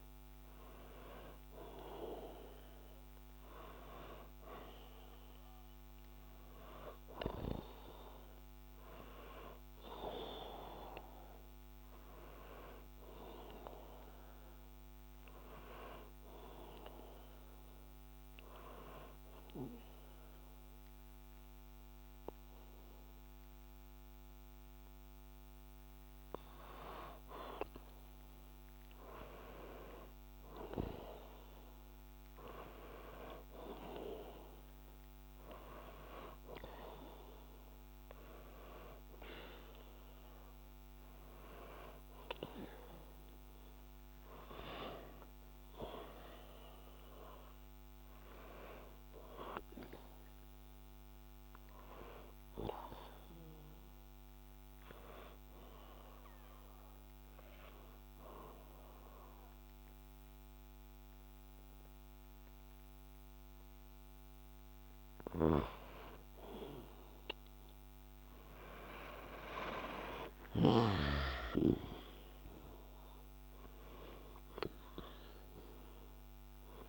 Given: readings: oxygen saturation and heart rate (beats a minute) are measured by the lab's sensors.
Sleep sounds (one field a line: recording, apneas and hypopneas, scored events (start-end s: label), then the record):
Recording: breathing in sleep by a microphone on the trachea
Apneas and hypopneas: 2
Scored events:
16.50-27.50 s: obstructive apnea (oxygen 95% before, 92% lowest, heart rate 62 before, 59 extreme, up 0 after)
44.00-49.00 s: arousal
55.00-65.50 s: obstructive apnea (oxygen 94% before, 93% lowest, heart rate 64 before, 59 extreme, up 1 after)
70.00-75.00 s: arousal
From the record:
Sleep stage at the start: N2 (light sleep)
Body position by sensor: on the back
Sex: male